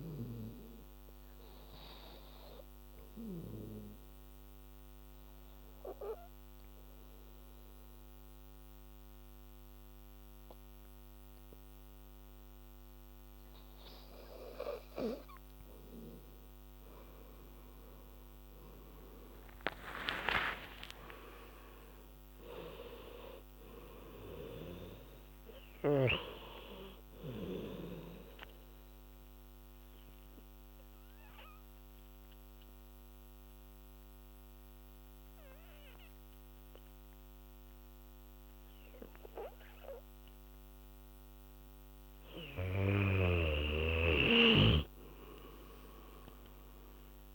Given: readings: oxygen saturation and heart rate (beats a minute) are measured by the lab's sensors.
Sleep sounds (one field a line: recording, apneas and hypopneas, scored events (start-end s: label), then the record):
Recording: breathing in sleep by a microphone on the trachea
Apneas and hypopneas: 2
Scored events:
0.00-11.00 s: oxygen desaturation (device-marked, oxygen 88% lowest, heart rate 66 extreme)
0.50-14.50 s: obstructive apnea (oxygen 98% before, 87% lowest, heart rate 75 before, 68 extreme, up 16 after)
17.50-22.50 s: arousal
19.00-38.00 s: oxygen desaturation (device-marked, oxygen 99% before, 88% lowest, heart rate 74 before, 68 extreme)
28.50-42.00 s: obstructive apnea (oxygen 99% before, 87% lowest, heart rate 79 before, 68 extreme, up 16 after)
40.00-47.35 s: oxygen desaturation (device-marked, oxygen 99% before, 87% lowest, heart rate 77 before, 68 extreme)
44.00-47.35 s: arousal
From the record:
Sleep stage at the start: N2 (light sleep)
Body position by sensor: on the back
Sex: female